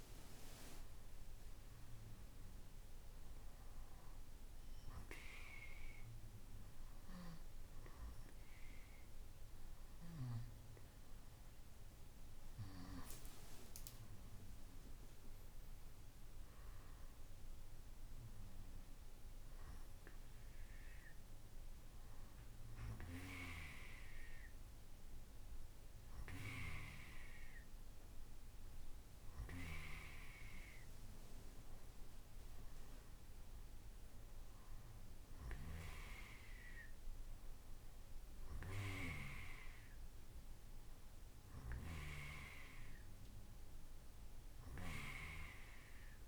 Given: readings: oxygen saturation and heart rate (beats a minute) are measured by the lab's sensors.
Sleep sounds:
breathing in sleep by a room microphone; none
none scored
From the record:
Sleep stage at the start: N2 (light sleep); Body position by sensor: on the right side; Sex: male

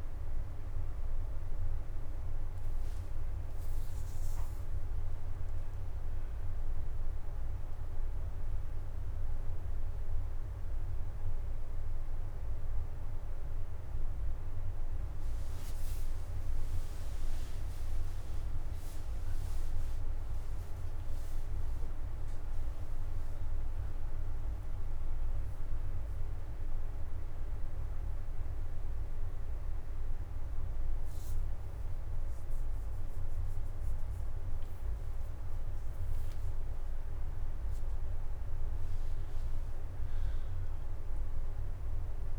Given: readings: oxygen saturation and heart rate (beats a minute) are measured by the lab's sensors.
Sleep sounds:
a person awake in a sleep study, hard to hear, by a room microphone; none
none scored
From the record:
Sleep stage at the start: awake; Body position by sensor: on the right side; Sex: male

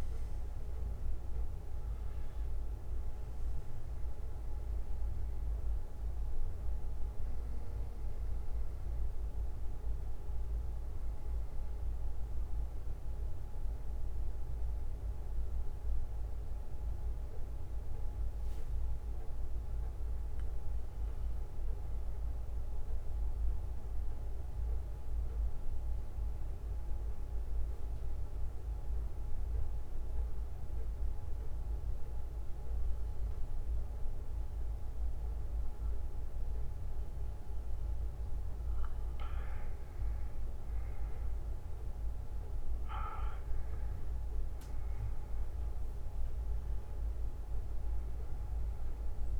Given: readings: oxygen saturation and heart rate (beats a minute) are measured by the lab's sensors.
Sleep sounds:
breathing in sleep, hard to hear, by a room microphone; 1
1.50-3.50 s: bradycardia (device-marked, heart rate 60 before, 64 extreme)
8.50-19.50 s: bradycardia (device-marked, heart rate 60 before, 48 extreme)
12.50-43.00 s: obstructive apnea (oxygen 95% before, 90% lowest, heart rate 63 before, 49 extreme, up 12 after)
19.50-30.50 s: oxygen desaturation (device-marked, oxygen 94% before, 90% lowest, heart rate 58 before, 56 extreme)
25.50-29.50 s: bradycardia (device-marked, heart rate 60 before, 58 extreme)
36.50-38.50 s: bradycardia (device-marked, heart rate 60 before, 68 extreme)
45.50-49.40 s: arousal
45.50-49.40 s: oxygen desaturation (device-marked, oxygen 98% before, 90% lowest, heart rate 63 before, 49 extreme)
From the record:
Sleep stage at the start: N2 (light sleep); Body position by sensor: on the back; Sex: male

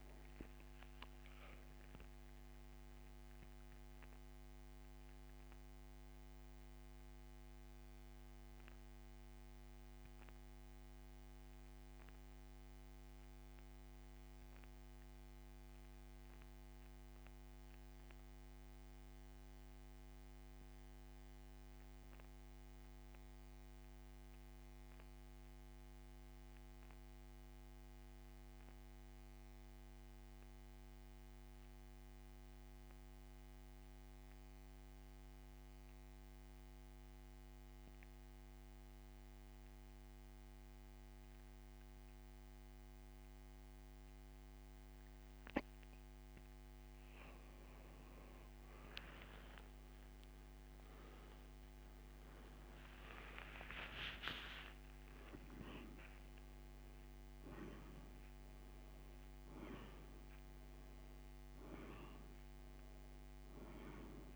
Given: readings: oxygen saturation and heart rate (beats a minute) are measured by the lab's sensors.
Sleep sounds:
breathing in sleep by a microphone on the trachea; 1
5.50-45.00 s: central apnea (oxygen 97% before, 84% lowest, heart rate 76 before, 59 extreme, up 11 after)
11.00-43.00 s: oxygen desaturation (device-marked, oxygen 92% before, 84% lowest, heart rate 85 before, 59 extreme)
49.00-54.00 s: arousal
61.00-64.36 s: oxygen desaturation (device-marked, oxygen 96% before, 86% lowest, heart rate 83 before, 66 extreme)
From the record:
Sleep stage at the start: N2 (light sleep); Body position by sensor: on the back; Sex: male

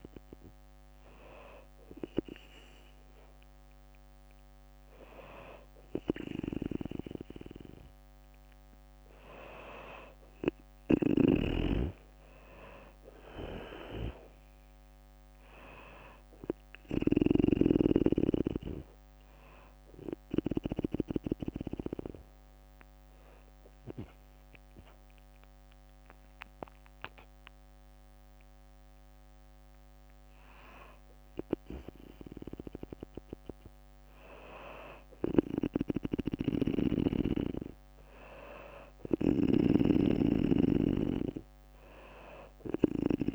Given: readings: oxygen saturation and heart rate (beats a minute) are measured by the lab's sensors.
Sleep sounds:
breathing in sleep by a microphone on the trachea; 1
9.00-27.00 s: drop in pulse transit time (device-marked, heart rate 63 before, 61 extreme)
9.50-13.00 s: arousal
10.50-20.00 s: snoring (device-marked)
11.50-13.50 s: long interval between heartbeats (device-marked, heart rate 63 before, 72 extreme)
22.50-33.50 s: hypopnea (oxygen 95% before, 93% lowest, heart rate 69 before, 61 extreme, up 1 after)
35.00-39.00 s: arousal
35.50-43.34 s: snoring (device-marked)
From the record:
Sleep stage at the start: N2 (light sleep); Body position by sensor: on the back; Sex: female

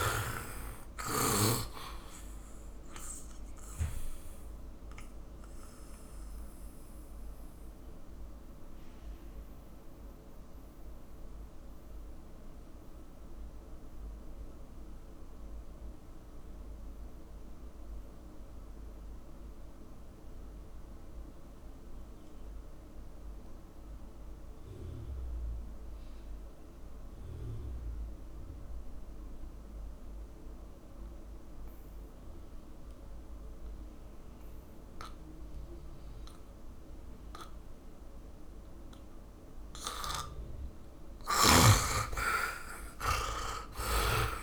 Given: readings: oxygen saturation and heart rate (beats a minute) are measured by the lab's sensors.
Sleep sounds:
breathing in sleep by a room microphone; 1
0.00-1.50 s: snoring (device-marked)
0.50-25.50 s: oxygen desaturation (device-marked, oxygen 99% before, 76% lowest, heart rate 59 before, 48 extreme)
4.50-40.00 s: mixed apnea (oxygen 100% before, 76% lowest, heart rate 64 before, 48 extreme, up 35 after)
34.50-44.43 s: oxygen desaturation (device-marked, oxygen 100% before, 76% lowest, heart rate 56 before, 43 extreme)
41.00-44.43 s: arousal
From the record:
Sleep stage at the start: N2 (light sleep); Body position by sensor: on the back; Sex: male

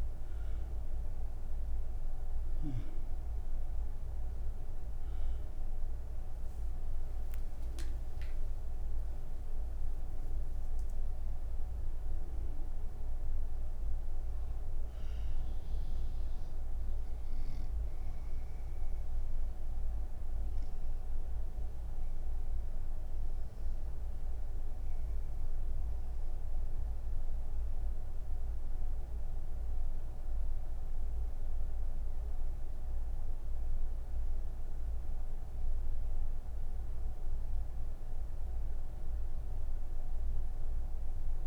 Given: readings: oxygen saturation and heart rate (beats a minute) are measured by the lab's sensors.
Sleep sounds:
breathing in sleep, hard to hear, by a room microphone; none
0.00-33.50 s: oxygen desaturation (device-marked, oxygen 83% lowest)
From the record:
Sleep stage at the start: N1 (lightest sleep); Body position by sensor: on the right side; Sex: female

